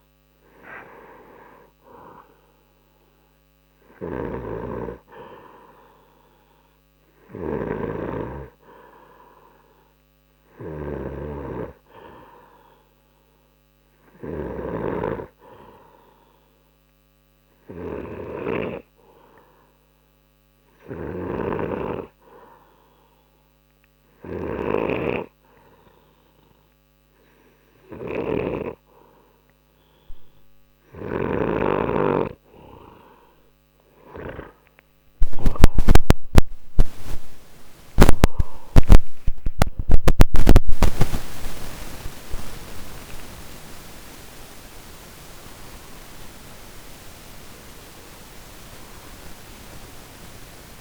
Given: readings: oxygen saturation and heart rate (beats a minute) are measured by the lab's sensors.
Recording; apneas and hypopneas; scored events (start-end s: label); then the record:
breathing in sleep by a microphone on the trachea; 1
4.00-31.50 s: snoring (device-marked)
18.00-34.00 s: hypopnea (oxygen 93% before, 90% lowest, heart rate 60 before, 60 extreme, up 13 after)
35.50-39.00 s: arousal
From the record:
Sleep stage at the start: N2 (light sleep); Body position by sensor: on the right side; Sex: male